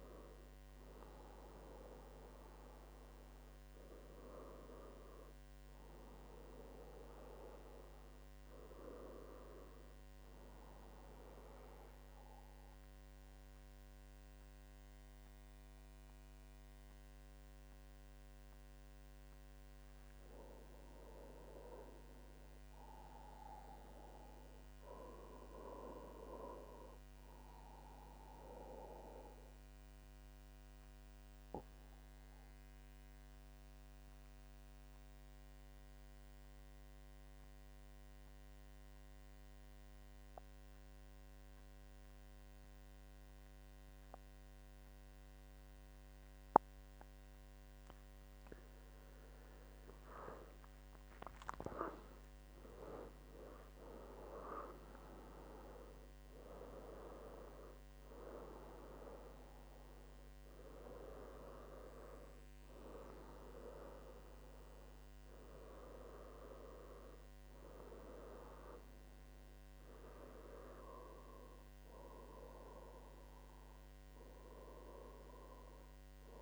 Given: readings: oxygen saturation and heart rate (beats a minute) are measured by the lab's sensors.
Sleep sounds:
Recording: breathing in sleep by a microphone on the trachea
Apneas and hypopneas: 2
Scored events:
0.00-7.50 s: oxygen desaturation (device-marked, oxygen 94% lowest, heart rate 72 extreme)
11.50-21.50 s: central apnea (oxygen 97% before, 90% lowest, heart rate 79 before, 72 extreme, up 18 after)
23.00-25.50 s: arousal
29.50-50.00 s: obstructive apnea (oxygen 97% before, 90% lowest, heart rate 76 before, 72 extreme, up 10 after)
49.50-67.50 s: oxygen desaturation (device-marked, oxygen 97% before, 90% lowest, heart rate 76 before, 71 extreme)
52.00-55.50 s: arousal
75.00-76.41 s: arousal
From the record:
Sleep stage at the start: N2 (light sleep)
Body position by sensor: on the back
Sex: male

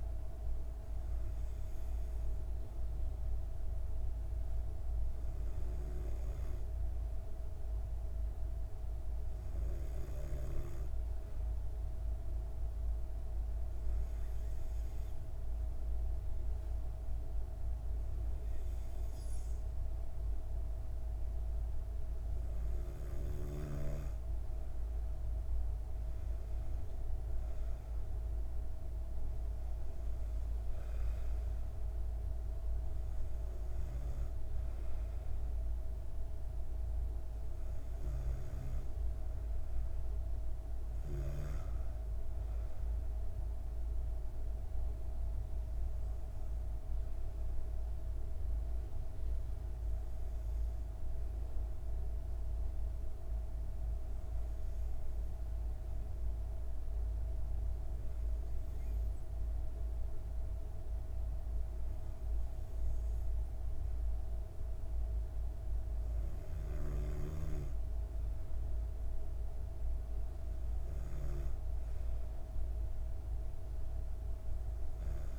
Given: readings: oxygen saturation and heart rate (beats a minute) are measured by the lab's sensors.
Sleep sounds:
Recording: breathing in sleep, hard to hear, by a room microphone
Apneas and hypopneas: 2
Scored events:
11.50-23.50 s: hypopnea (oxygen 96% before, 93% lowest)
25.50-28.50 s: arousal
51.00-64.50 s: hypopnea (oxygen 96% before, 93% lowest)
66.00-69.00 s: arousal
From the record:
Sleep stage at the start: N2 (light sleep)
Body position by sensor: on the back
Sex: female

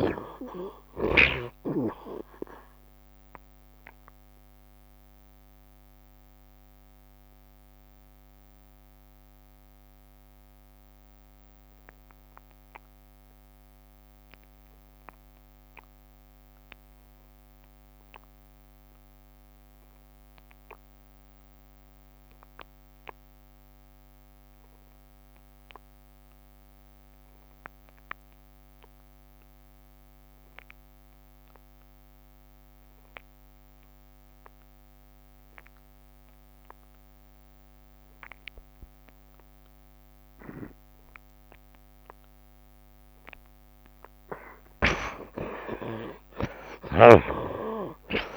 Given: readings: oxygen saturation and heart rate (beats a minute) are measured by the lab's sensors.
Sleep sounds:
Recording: breathing in sleep by a microphone on the trachea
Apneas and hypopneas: 1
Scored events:
0.00-20.00 s: oxygen desaturation (device-marked, oxygen 53% lowest, heart rate 73 extreme)
3.50-44.00 s: obstructive apnea (oxygen 83% before, 53% lowest, heart rate 76 before, 72 extreme, up 15 after)
26.00-48.37 s: oxygen desaturation (device-marked, oxygen 83% before, 53% lowest, heart rate 75 before, 71 extreme)
45.50-48.37 s: arousal
From the record:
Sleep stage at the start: N2 (light sleep)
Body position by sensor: on the right side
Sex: male

